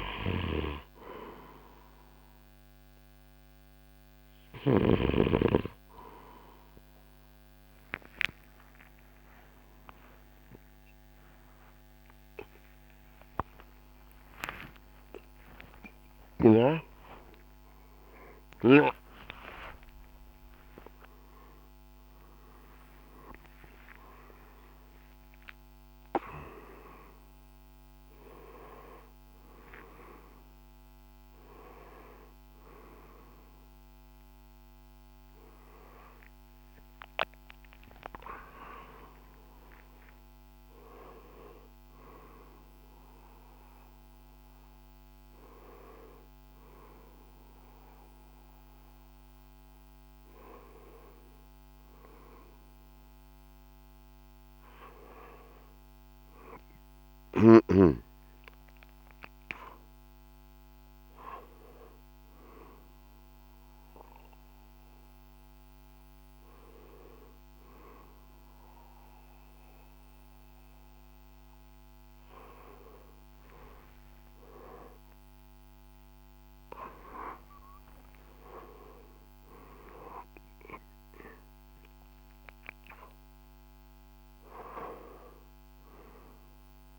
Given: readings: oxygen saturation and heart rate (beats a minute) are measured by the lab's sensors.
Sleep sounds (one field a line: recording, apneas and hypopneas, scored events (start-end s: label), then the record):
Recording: a person awake in a sleep study, by a microphone on the trachea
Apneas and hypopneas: none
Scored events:
0.00-4.50 s: snoring (device-marked)
14.50-24.50 s: drop in pulse transit time (device-marked, heart rate 68 before, 98 extreme)
14.50-74.50 s: new sleep stage, awake
38.50-49.50 s: drop in pulse transit time (device-marked, heart rate 104 before, 72 extreme)
74.50-86.99 s: new sleep stage, N1 (lightest sleep)
From the record:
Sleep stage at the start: N3 (deep sleep)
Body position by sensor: on the back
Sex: male